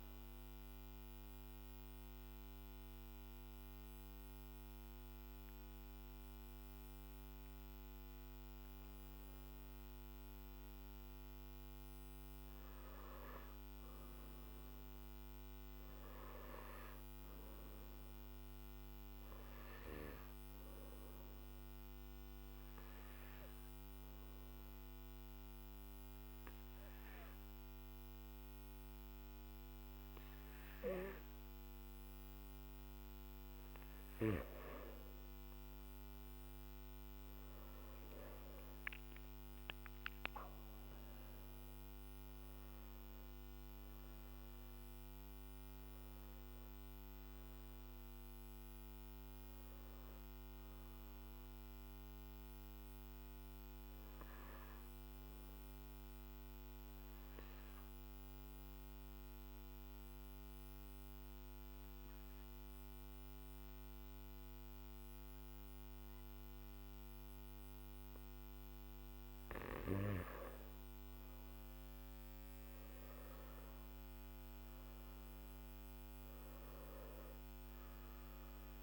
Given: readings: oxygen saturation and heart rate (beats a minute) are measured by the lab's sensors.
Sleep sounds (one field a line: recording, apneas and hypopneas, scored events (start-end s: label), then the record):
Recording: breathing in sleep, hard to hear, by a microphone on the trachea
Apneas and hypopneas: 2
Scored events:
22.50-33.50 s: obstructive apnea (oxygen 98% before, 93% lowest, heart rate 53 before, 50 extreme, up 9 after)
42.50-53.50 s: oxygen desaturation (device-marked, oxygen 97% before, 93% lowest, heart rate 56 before, 50 extreme)
54.50-68.00 s: obstructive apnea (oxygen 97% before, 89% lowest, heart rate 56 before, 54 extreme, up 7 after)
73.50-78.83 s: oxygen desaturation (device-marked, oxygen 98% before, 93% lowest, heart rate 55 before, 52 extreme)
From the record:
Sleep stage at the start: N1 (lightest sleep)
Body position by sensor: on the back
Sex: male